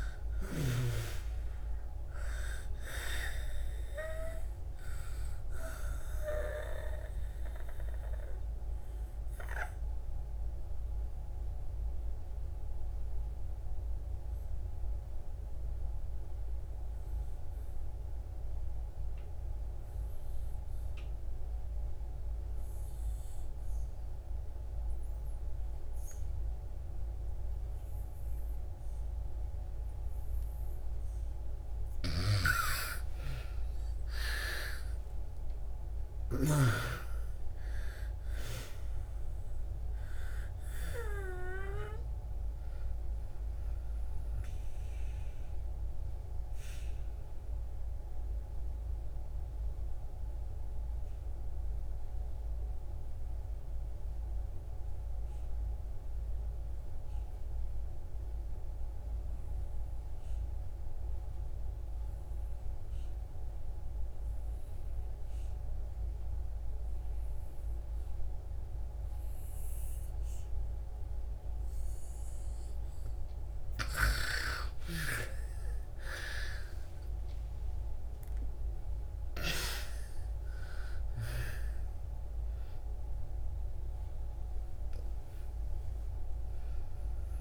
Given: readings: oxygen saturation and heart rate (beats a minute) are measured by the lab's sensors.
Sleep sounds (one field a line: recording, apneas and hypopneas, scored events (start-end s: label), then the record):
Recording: breathing in sleep by a room microphone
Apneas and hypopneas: 2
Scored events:
0.00-22.50 s: oxygen desaturation (device-marked, oxygen 80% lowest, heart rate 56 extreme)
6.00-30.50 s: obstructive apnea (oxygen 97% before, 79% lowest, heart rate 70 before, 56 extreme, up 33 after)
34.50-38.50 s: arousal
36.50-61.50 s: oxygen desaturation (device-marked, oxygen 98% before, 80% lowest, heart rate 67 before, 56 extreme)
44.50-72.50 s: obstructive apnea (oxygen 98% before, 78% lowest, heart rate 75 before, 56 extreme)
66.50-87.41 s: oxygen desaturation (device-marked, oxygen 99% before, 79% lowest, heart rate 60 before, 57 extreme)
75.00-79.50 s: arousal
From the record:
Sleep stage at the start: N2 (light sleep)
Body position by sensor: on the back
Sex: female